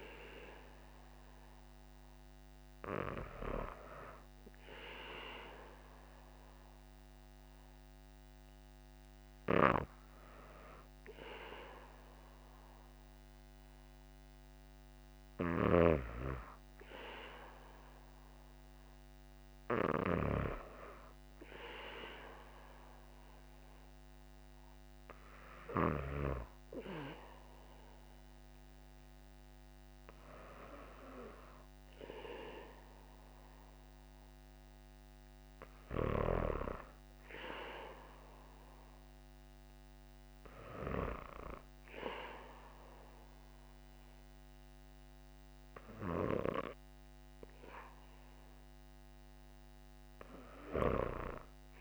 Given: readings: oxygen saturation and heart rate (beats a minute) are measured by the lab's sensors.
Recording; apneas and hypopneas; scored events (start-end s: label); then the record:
breathing in sleep by a microphone on the trachea; none
none scored
From the record:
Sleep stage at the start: N2 (light sleep); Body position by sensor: on the back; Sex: female